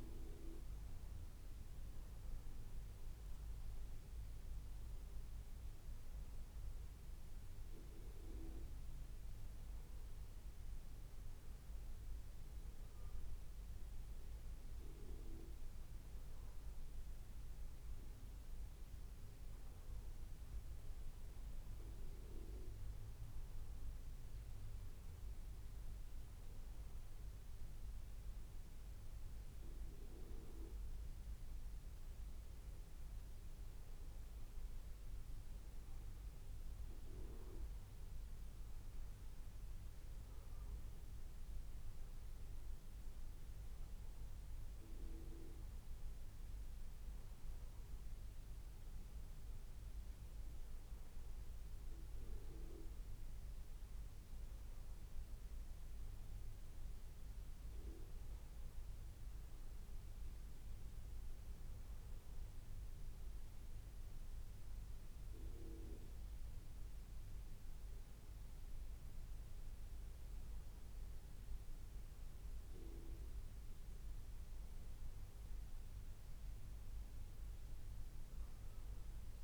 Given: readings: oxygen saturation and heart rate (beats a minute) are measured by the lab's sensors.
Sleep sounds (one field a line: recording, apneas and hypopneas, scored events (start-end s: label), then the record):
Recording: breathing in sleep by a room microphone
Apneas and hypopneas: none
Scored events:
60.50-79.44 s: new sleep stage, N1 (lightest sleep)
From the record:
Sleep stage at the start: N2 (light sleep)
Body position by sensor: on the back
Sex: male